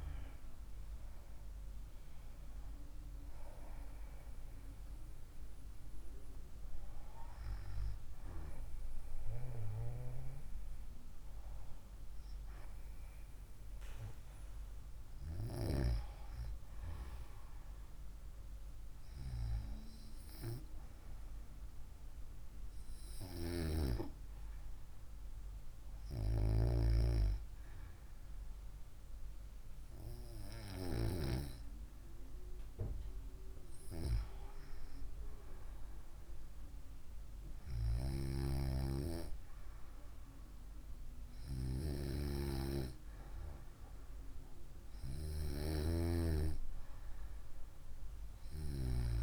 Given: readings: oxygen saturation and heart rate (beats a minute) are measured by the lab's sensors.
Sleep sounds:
breathing in sleep by a room microphone; none
none scored
From the record:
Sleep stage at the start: N2 (light sleep); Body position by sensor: on the right side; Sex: female

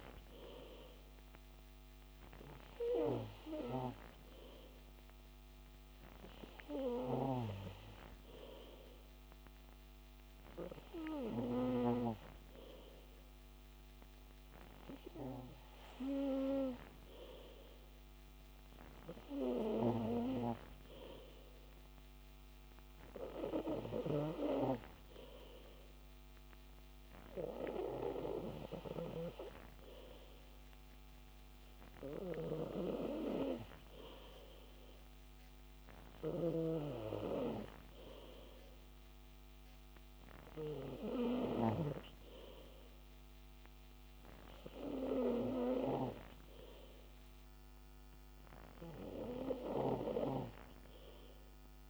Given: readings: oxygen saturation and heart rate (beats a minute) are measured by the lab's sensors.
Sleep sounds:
breathing in sleep by a microphone on the trachea; none
none scored
From the record:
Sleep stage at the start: N3 (deep sleep); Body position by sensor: on the back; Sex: male

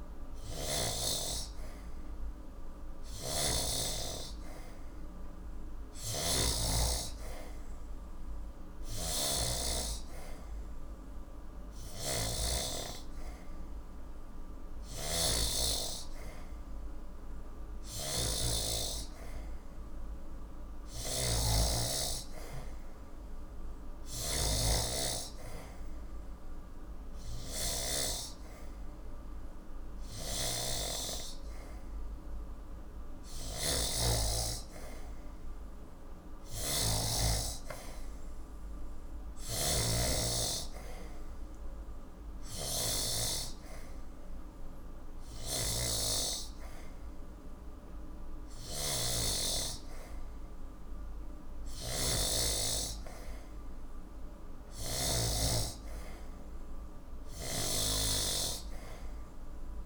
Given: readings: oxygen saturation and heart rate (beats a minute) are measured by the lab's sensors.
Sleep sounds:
breathing in sleep by a room microphone; none
0.00-3.50 s: snoring (device-marked)
5.50-37.00 s: snoring (device-marked)
39.00-43.00 s: snoring (device-marked)
45.00-55.00 s: snoring (device-marked)
57.00-59.86 s: snoring (device-marked)
From the record:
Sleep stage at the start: N3 (deep sleep); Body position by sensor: on the back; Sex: male

